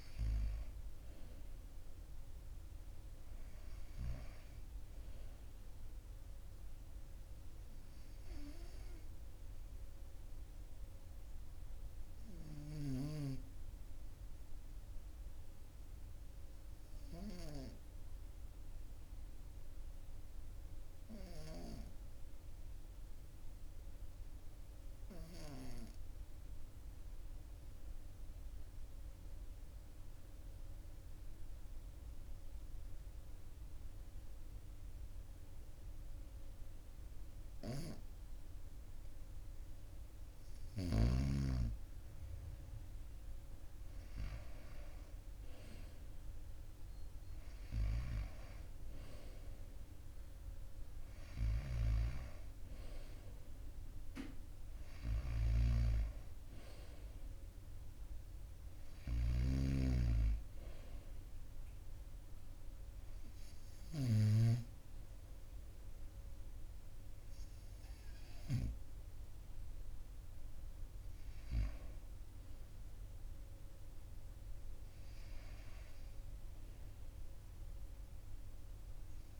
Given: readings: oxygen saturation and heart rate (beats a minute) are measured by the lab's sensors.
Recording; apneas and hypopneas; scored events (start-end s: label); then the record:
breathing in sleep by a room microphone; 1
20.50-40.00 s: obstructive apnea (oxygen 98% before, 93% lowest, heart rate 43 before, 43 extreme, up 1 after)
41.50-73.50 s: oxygen desaturation (device-marked, oxygen 98% before, 93% lowest, heart rate 43 before, 43 extreme)
42.00-46.00 s: arousal
From the record:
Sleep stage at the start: N2 (light sleep); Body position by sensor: on the right side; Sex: male